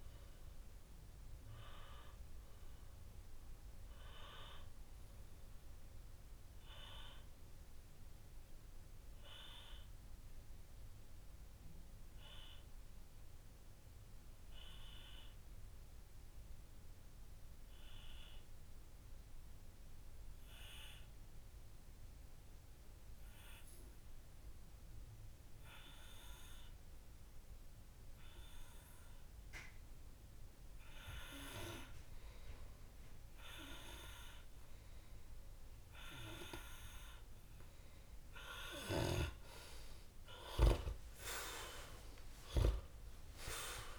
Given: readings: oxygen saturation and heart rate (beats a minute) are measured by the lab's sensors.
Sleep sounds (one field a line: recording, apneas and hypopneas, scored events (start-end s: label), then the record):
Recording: breathing in sleep by a room microphone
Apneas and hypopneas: 1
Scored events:
4.50-35.50 s: obstructive apnea (oxygen 95% before, 95% lowest)
33.50-43.99 s: oxygen desaturation (device-marked, oxygen 99% before, 95% lowest)
40.00-43.99 s: arousal
From the record:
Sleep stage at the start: N2 (light sleep)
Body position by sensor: on the back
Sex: male